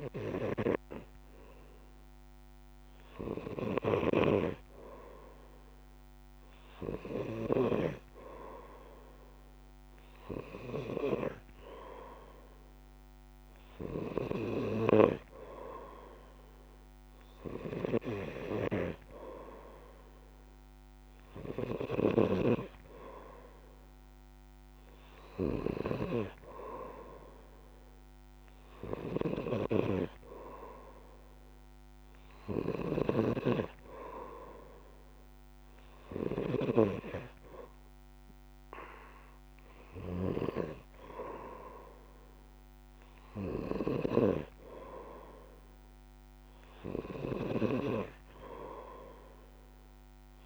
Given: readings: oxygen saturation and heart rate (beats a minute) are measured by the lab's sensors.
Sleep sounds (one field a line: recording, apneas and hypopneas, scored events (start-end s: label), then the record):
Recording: breathing in sleep by a microphone on the trachea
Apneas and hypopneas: none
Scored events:
none scored
From the record:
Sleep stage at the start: N2 (light sleep)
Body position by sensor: on the back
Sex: male